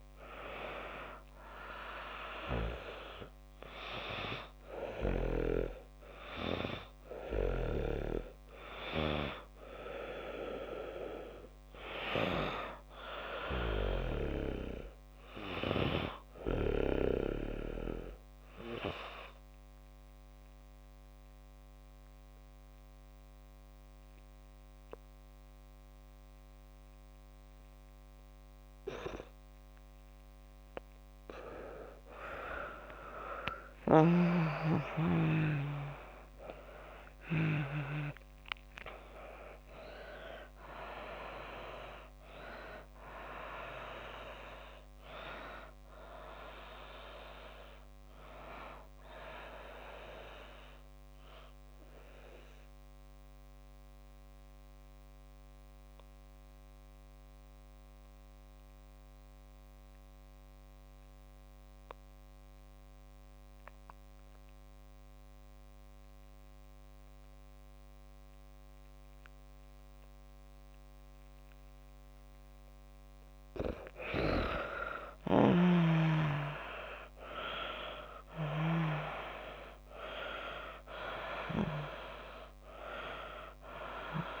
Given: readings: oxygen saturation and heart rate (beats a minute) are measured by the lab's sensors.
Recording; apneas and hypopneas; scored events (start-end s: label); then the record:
breathing in sleep by a microphone on the trachea; 2
5.50-21.50 s: oxygen desaturation (device-marked, oxygen 96% before, 93% lowest)
19.00-31.00 s: obstructive apnea (oxygen 97% before, 84% lowest)
33.50-37.50 s: arousal
35.50-64.50 s: oxygen desaturation (device-marked, oxygen 94% before, 84% lowest)
52.50-72.00 s: obstructive apnea (oxygen 94% before, 82% lowest)
74.50-77.50 s: arousal
77.50-84.40 s: oxygen desaturation (device-marked, oxygen 98% before, 82% lowest)
From the record:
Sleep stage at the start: N2 (light sleep); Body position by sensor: on the back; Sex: female